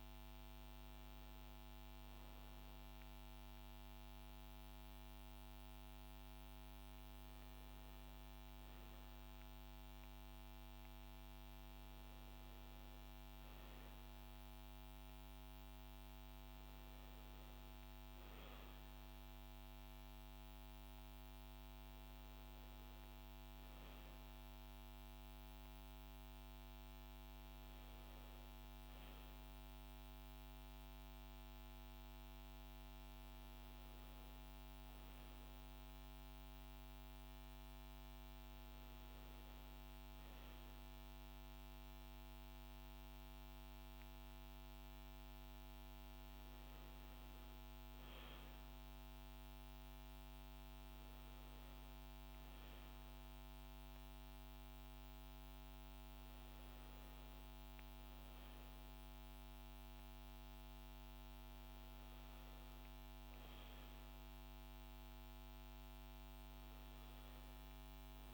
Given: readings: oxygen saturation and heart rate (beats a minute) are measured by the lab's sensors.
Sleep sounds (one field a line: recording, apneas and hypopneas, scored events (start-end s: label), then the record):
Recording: breathing in sleep, hard to hear, by a microphone on the trachea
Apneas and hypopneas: none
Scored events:
none scored
From the record:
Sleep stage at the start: N1 (lightest sleep)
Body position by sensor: on the back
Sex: female